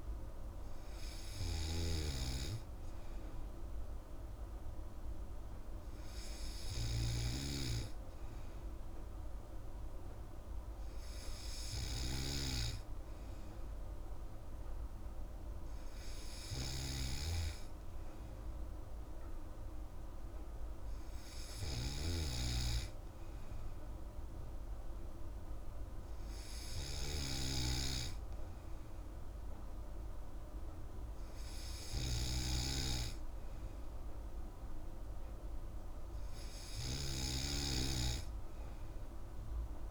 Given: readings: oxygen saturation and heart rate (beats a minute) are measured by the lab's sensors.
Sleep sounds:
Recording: breathing in sleep by a room microphone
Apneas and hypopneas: none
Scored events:
none scored
From the record:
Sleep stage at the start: N3 (deep sleep)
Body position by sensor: on the back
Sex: female

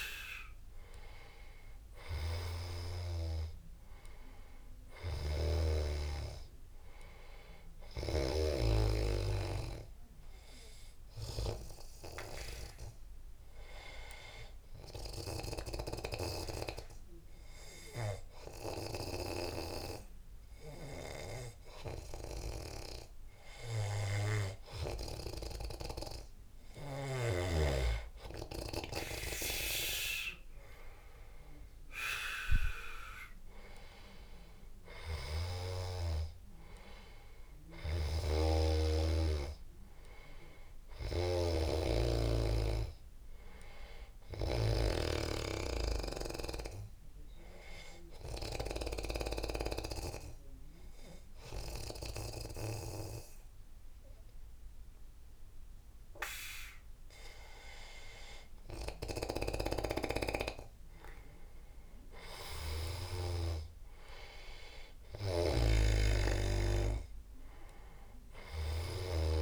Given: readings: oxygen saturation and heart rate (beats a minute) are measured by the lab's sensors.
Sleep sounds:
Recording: breathing in sleep by a room microphone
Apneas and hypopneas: 2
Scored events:
11.50-27.00 s: hypopnea (oxygen 98% before, 93% lowest, heart rate 85 before, 80 extreme, up 8 after)
29.00-32.50 s: arousal
33.50-43.50 s: oxygen desaturation (device-marked, oxygen 97% before, 93% lowest, heart rate 84 before, 80 extreme)
38.00-45.00 s: snoring (device-marked)
46.50-57.50 s: obstructive apnea (oxygen 97% before, 87% lowest, heart rate 86 before, 83 extreme, up 6 after)
59.50-63.50 s: arousal
59.50-69.42 s: snoring (device-marked)
From the record:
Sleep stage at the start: N2 (light sleep)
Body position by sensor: on the back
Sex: male

